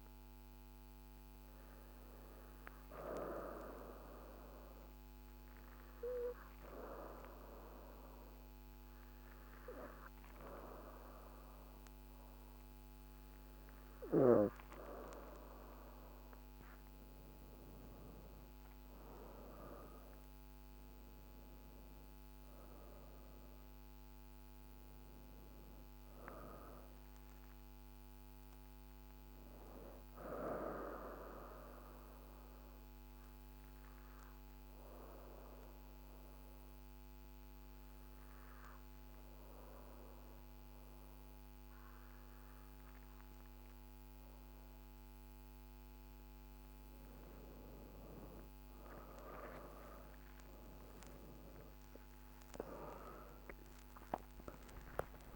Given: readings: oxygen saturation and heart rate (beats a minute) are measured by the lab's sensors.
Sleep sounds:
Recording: breathing in sleep by a microphone on the trachea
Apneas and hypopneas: 2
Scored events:
0.00-13.00 s: oxygen desaturation (device-marked, oxygen 93% lowest, heart rate 50 extreme)
4.00-15.50 s: obstructive apnea (oxygen 99% before, 91% lowest, heart rate 52 before, 51 extreme, up 4 after)
16.00-21.50 s: arousal
21.00-39.00 s: oxygen desaturation (device-marked, oxygen 95% before, 91% lowest, heart rate 52 before, 51 extreme)
31.00-44.50 s: obstructive apnea (oxygen 96% before, 91% lowest, heart rate 53 before, 51 extreme)
51.00-55.36 s: arousal
52.00-55.36 s: oxygen desaturation (device-marked, oxygen 98% before, 91% lowest, heart rate 62 before, 49 extreme)
From the record:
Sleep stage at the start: N2 (light sleep)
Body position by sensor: on the back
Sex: female

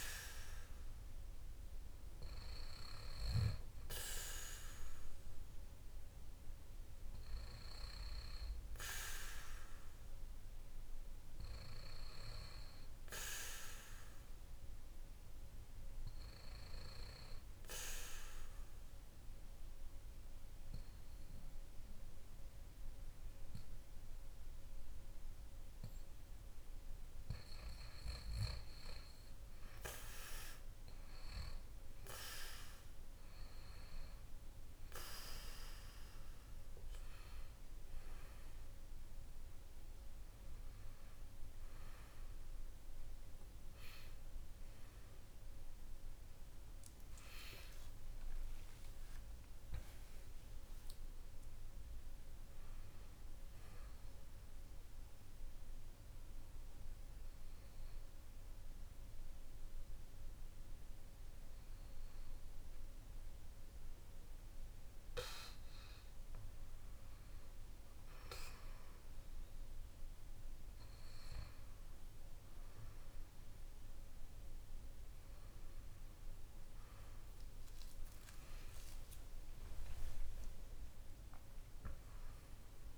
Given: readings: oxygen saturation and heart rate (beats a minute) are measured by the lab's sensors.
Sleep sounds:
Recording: a person partly awake in a sleep study, by a room microphone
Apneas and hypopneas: 1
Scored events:
11.00-23.00 s: oxygen desaturation (device-marked, oxygen 94% before, 90% lowest, heart rate 60 before, 56 extreme)
18.00-28.50 s: obstructive apnea (oxygen 94% before, 92% lowest, heart rate 61 before, 56 extreme, up 3 after)
34.00-64.00 s: new sleep stage, awake
64.00-82.98 s: new sleep stage, N2 (light sleep)
From the record:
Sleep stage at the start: N2 (light sleep)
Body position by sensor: on the back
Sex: male

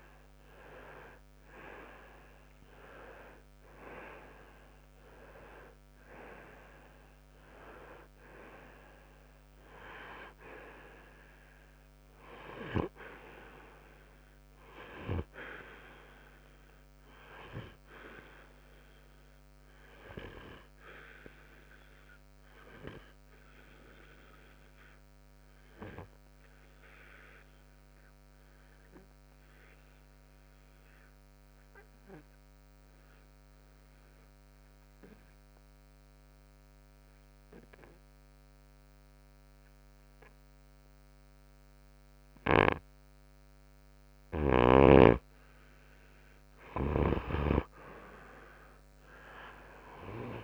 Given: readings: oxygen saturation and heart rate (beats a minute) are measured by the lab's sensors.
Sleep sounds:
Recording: breathing in sleep by a microphone on the trachea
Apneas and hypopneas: 1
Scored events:
0.00-1.50 s: arousal
2.00-13.00 s: oxygen desaturation (device-marked, oxygen 97% before, 93% lowest, heart rate 60 before, 56 extreme)
18.50-45.50 s: obstructive apnea (oxygen 97% before, 90% lowest, heart rate 65 before, 56 extreme, up 11 after)
22.00-38.00 s: oxygen desaturation (device-marked, oxygen 94% before, 90% lowest, heart rate 64 before, 56 extreme)
47.50-50.44 s: arousal
From the record:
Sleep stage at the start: N2 (light sleep)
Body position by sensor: on the right side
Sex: male

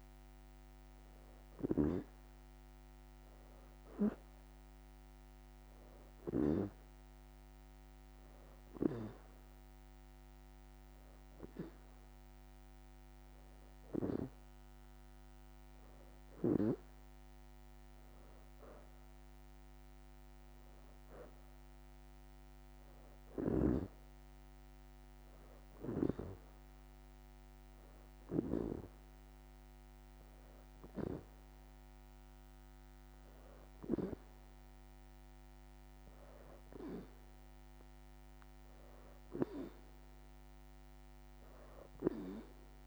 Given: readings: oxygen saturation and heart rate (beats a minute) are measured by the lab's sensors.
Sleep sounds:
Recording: breathing in sleep by a microphone on the trachea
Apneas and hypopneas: 1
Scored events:
0.00-1.50 s: oxygen desaturation (device-marked, oxygen 90% lowest, heart rate 82 extreme)
3.50-5.50 s: leg movement (device-marked)
7.50-18.00 s: hypopnea (oxygen 93% before, 88% lowest, heart rate 83 before, 82 extreme, up 5 after)
9.50-17.50 s: oxygen desaturation (device-marked, oxygen 92% before, 88% lowest, heart rate 84 before, 82 extreme)
16.50-20.00 s: leg movement (device-marked)
19.50-24.00 s: arousal
24.50-34.50 s: oxygen desaturation (device-marked, oxygen 92% before, 89% lowest, heart rate 84 before, 82 extreme)
26.00-28.50 s: leg movement (device-marked)
41.50-42.87 s: oxygen desaturation (device-marked, oxygen 93% before, 89% lowest, heart rate 84 before, 84 extreme)
From the record:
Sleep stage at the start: N2 (light sleep)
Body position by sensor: on the back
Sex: female

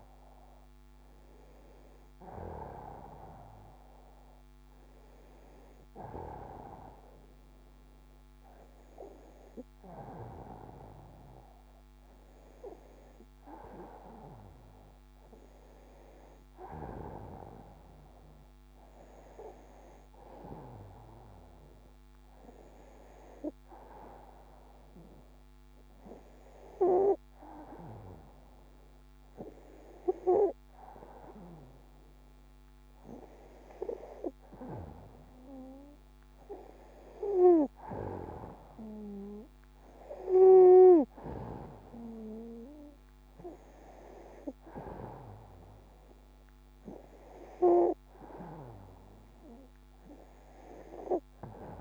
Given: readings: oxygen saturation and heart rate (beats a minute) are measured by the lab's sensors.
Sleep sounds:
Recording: breathing in sleep by a microphone on the trachea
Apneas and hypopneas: none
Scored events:
none scored
From the record:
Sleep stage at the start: N2 (light sleep)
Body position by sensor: on the back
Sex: female

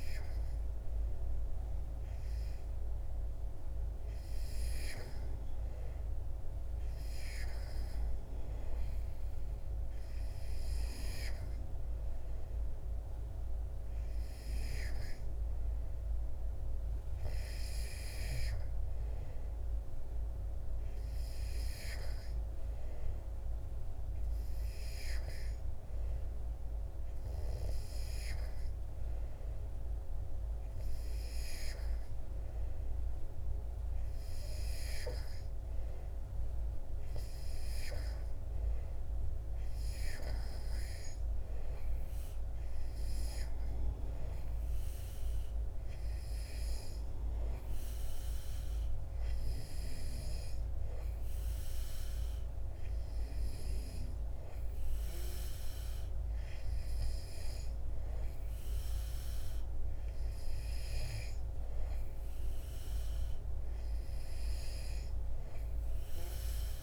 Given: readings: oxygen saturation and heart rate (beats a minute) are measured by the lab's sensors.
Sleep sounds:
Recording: breathing in sleep, hard to hear, by a room microphone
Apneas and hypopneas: none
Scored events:
none scored
From the record:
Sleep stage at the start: N2 (light sleep)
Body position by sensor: on the back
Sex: male

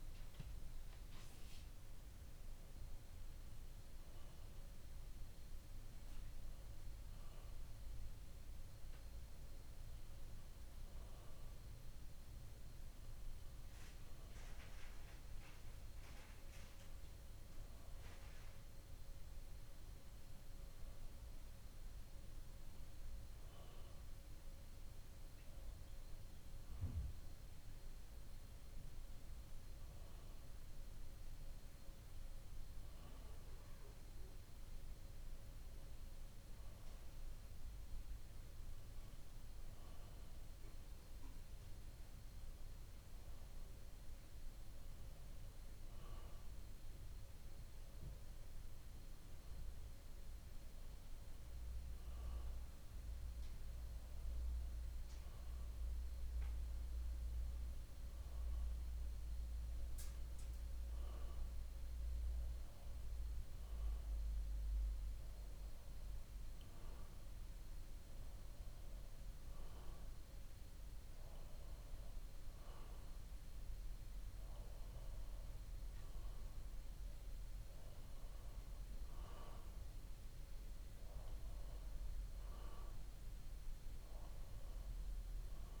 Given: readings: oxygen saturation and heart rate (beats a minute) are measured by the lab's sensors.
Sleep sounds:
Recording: breathing in sleep, hard to hear, by a room microphone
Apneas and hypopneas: none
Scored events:
none scored
From the record:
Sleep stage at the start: N2 (light sleep)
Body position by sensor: on the back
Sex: male

